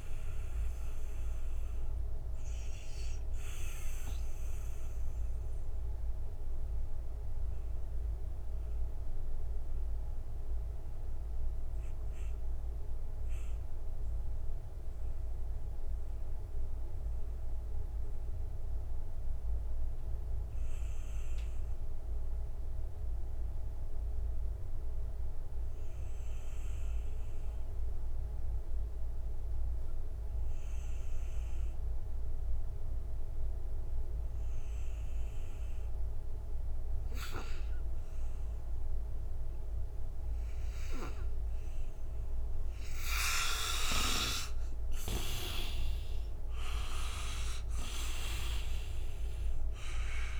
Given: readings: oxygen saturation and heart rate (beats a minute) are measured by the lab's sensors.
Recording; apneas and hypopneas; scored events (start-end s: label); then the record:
breathing in sleep by a room microphone; 1
0.00-23.00 s: oxygen desaturation (device-marked, oxygen 82% lowest, heart rate 59 extreme)
1.00-42.50 s: mixed apnea (oxygen 98% before, 79% lowest, heart rate 64 before, 59 extreme, up 8 after)
35.00-50.40 s: oxygen desaturation (device-marked, oxygen 98% before, 79% lowest, heart rate 65 before, 59 extreme)
43.50-48.00 s: arousal
From the record:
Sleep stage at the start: N2 (light sleep); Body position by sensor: on the right side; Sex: male